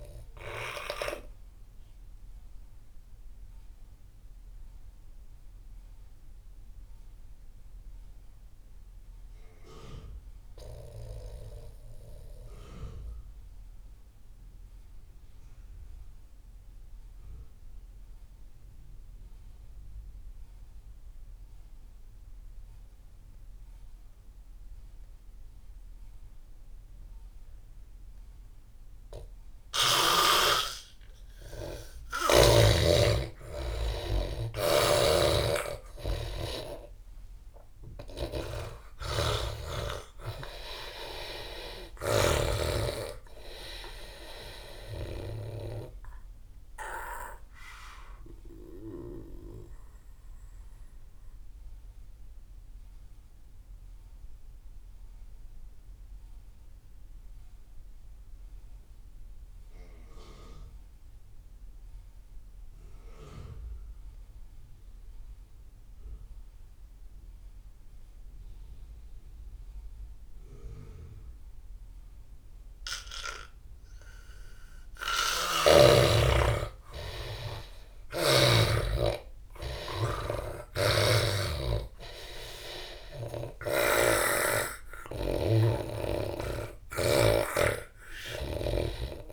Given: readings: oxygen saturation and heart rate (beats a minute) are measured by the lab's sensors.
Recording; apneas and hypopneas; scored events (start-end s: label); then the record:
breathing in sleep by a room microphone; 2
0.00-9.00 s: oxygen desaturation (device-marked, oxygen 82% lowest)
1.50-30.00 s: mixed apnea (oxygen 98% before, 83% lowest)
26.00-56.00 s: oxygen desaturation (device-marked, oxygen 98% before, 85% lowest)
31.50-36.00 s: arousal
35.00-42.50 s: snoring (device-marked)
46.50-74.50 s: obstructive apnea (oxygen 98% before, 83% lowest)
71.00-89.33 s: oxygen desaturation (device-marked, oxygen 98% before, 83% lowest)
75.50-79.00 s: arousal
80.50-84.00 s: snoring (device-marked)
From the record:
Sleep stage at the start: N2 (light sleep); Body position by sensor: on the back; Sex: male